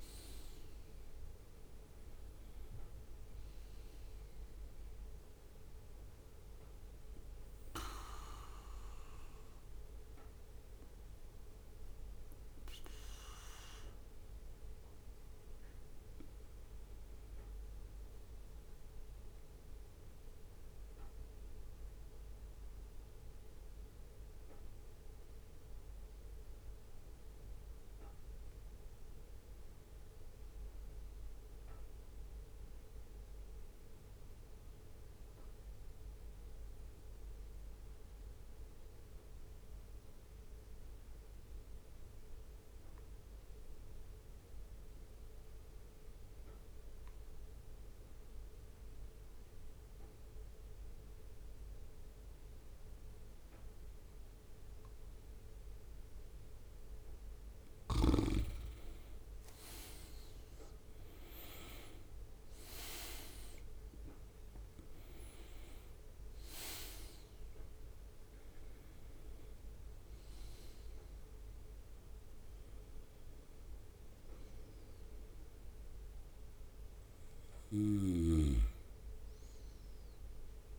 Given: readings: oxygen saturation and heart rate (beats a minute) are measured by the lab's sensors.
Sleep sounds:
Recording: breathing in sleep by a room microphone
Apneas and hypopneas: 1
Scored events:
0.00-7.00 s: oxygen desaturation (device-marked, oxygen 93% lowest, heart rate 64 extreme)
7.00-13.00 s: leg movement (device-marked)
7.50-56.00 s: obstructive apnea (oxygen 98% before, 86% lowest, heart rate 69 before, 64 extreme, up 6 after)
16.50-18.00 s: leg movement (device-marked)
41.00-73.00 s: oxygen desaturation (device-marked, oxygen 98% before, 87% lowest, heart rate 67 before, 64 extreme)
41.50-44.00 s: leg movement (device-marked)
59.00-64.00 s: arousal
From the record:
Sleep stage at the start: N2 (light sleep)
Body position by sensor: on the right side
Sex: male

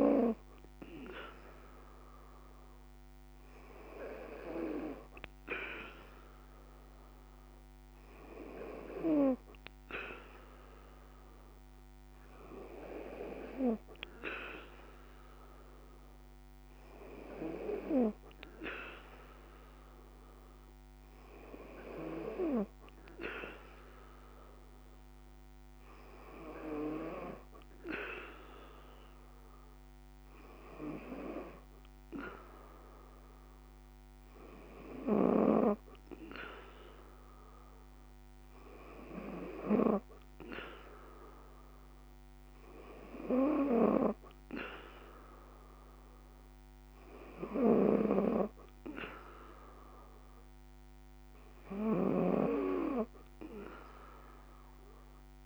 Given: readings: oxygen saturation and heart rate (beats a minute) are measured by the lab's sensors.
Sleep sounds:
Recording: breathing in sleep by a microphone on the trachea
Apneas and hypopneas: none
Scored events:
none scored
From the record:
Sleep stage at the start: N2 (light sleep)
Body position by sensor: on the back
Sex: female

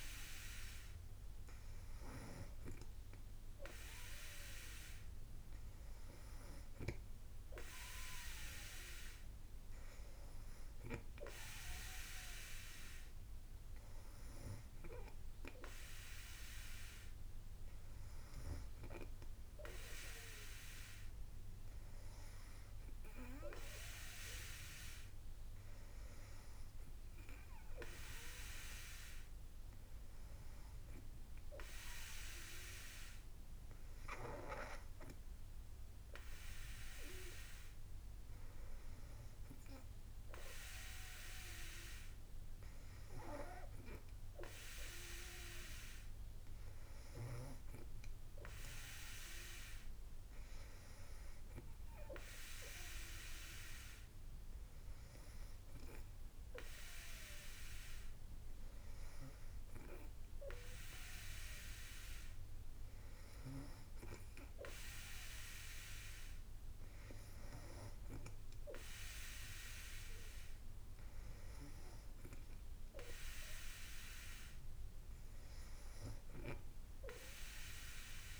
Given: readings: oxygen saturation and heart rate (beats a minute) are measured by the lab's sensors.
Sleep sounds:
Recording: breathing in sleep by a room microphone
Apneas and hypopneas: none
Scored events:
none scored
From the record:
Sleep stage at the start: N2 (light sleep)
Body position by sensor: on the back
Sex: female

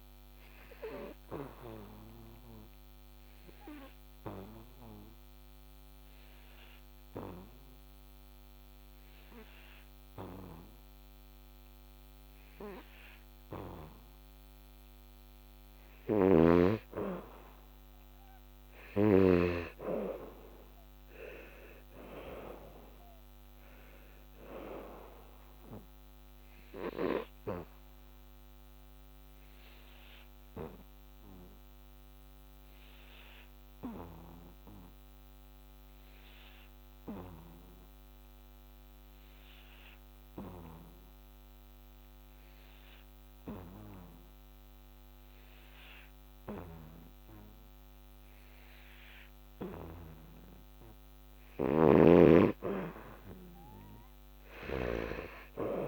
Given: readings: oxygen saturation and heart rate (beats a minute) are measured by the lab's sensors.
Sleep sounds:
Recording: breathing in sleep by a microphone on the trachea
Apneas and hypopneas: 2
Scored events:
0.00-13.50 s: oxygen desaturation (device-marked, oxygen 90% lowest, heart rate 72 extreme)
2.00-15.50 s: obstructive apnea (oxygen 96% before, 86% lowest, heart rate 77 before, 72 extreme, up 7 after)
18.50-22.00 s: arousal
25.50-43.50 s: oxygen desaturation (device-marked, oxygen 98% before, 92% lowest, heart rate 77 before, 68 extreme)
28.50-51.50 s: obstructive apnea (oxygen 98% before, 86% lowest, heart rate 78 before, 68 extreme, up 10 after)
51.50-55.87 s: oxygen desaturation (device-marked, oxygen 98% before, 86% lowest, heart rate 72 before, 70 extreme)
From the record:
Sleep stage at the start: N2 (light sleep)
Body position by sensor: on the back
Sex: male

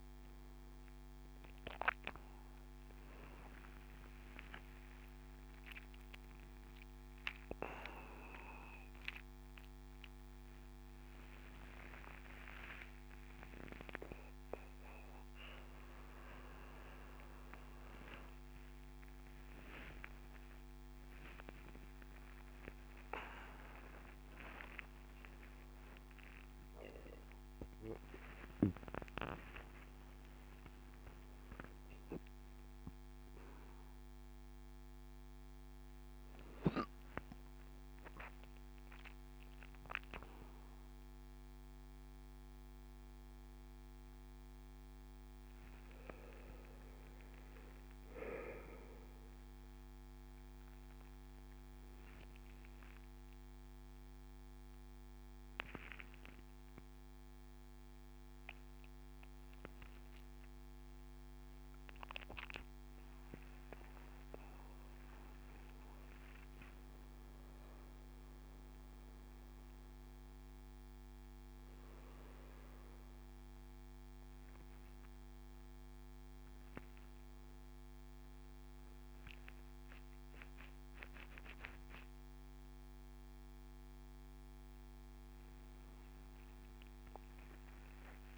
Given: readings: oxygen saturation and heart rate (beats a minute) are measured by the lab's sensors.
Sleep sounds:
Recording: a person awake in a sleep study, by a microphone on the trachea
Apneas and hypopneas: none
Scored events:
0.00-2.50 s: oxygen desaturation (device-marked, oxygen 89% lowest, heart rate 100 extreme)
7.50-88.38 s: new sleep stage, awake
27.50-44.50 s: oxygen desaturation (device-marked, oxygen 95% before, 88% lowest, heart rate 137 before, 78 extreme)
79.50-88.38 s: oxygen desaturation (device-marked, oxygen 96% before, 93% lowest, heart rate 93 before, 75 extreme)
From the record:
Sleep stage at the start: N2 (light sleep)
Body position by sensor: upright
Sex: male

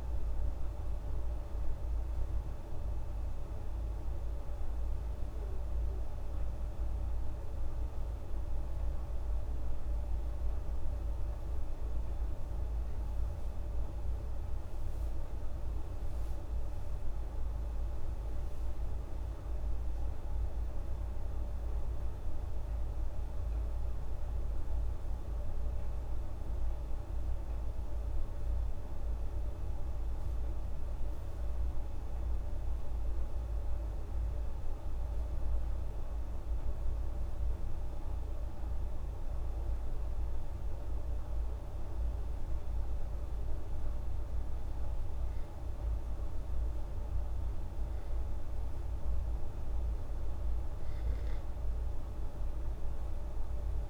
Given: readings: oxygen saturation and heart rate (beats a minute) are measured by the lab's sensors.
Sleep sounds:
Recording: breathing in sleep, hard to hear, by a room microphone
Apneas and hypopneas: none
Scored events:
52.00-53.90 s: arousal
From the record:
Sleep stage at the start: N2 (light sleep)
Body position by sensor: on the back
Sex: female

